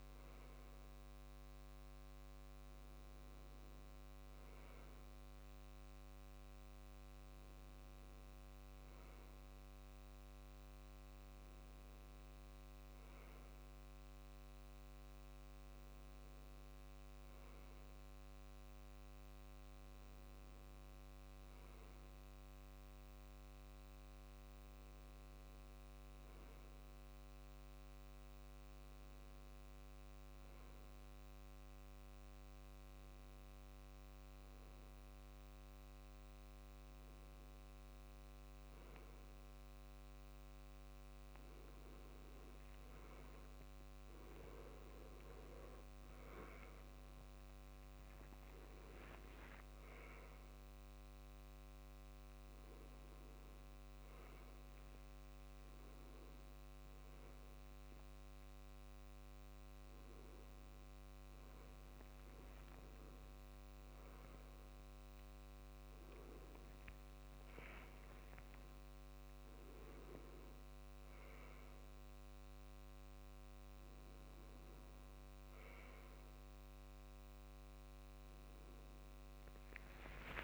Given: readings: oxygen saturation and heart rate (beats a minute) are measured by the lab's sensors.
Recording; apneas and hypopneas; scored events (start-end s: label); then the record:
a person partly awake in a sleep study, hard to hear, by a microphone on the trachea; none
51.50-80.44 s: new sleep stage, awake
From the record:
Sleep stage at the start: N1 (lightest sleep); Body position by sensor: on the left side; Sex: male